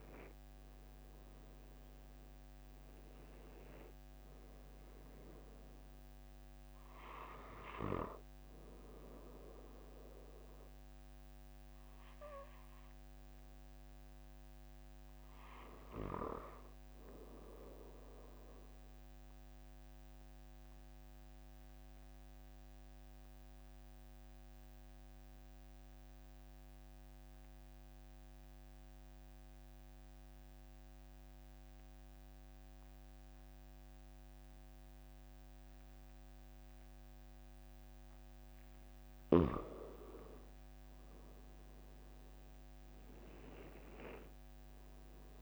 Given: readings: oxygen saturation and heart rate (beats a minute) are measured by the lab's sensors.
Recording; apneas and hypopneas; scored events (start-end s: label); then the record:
breathing in sleep by a microphone on the trachea; 1
10.50-45.42 s: new sleep stage, N2 (light sleep)
20.00-39.00 s: obstructive apnea (oxygen 96% before, 93% lowest, heart rate 44 before, 42 extreme, up 4 after)
40.00-44.50 s: arousal
From the record:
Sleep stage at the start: REM sleep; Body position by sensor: on the back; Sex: male